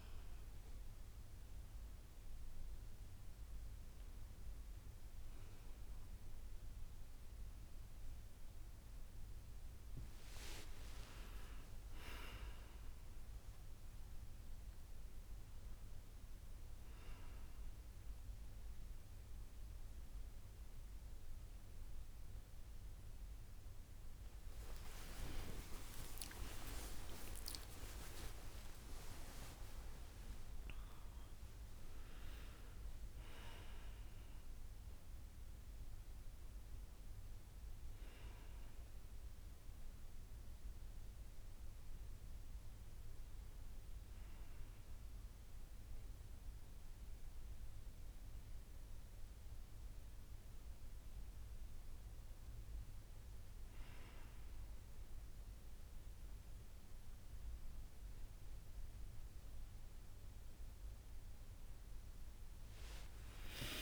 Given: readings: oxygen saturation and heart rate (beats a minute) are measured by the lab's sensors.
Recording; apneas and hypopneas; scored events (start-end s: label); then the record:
a person awake in a sleep study, by a room microphone; none
6.00-63.82 s: new sleep stage, awake
From the record:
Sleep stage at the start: N1 (lightest sleep); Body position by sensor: on the back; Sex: female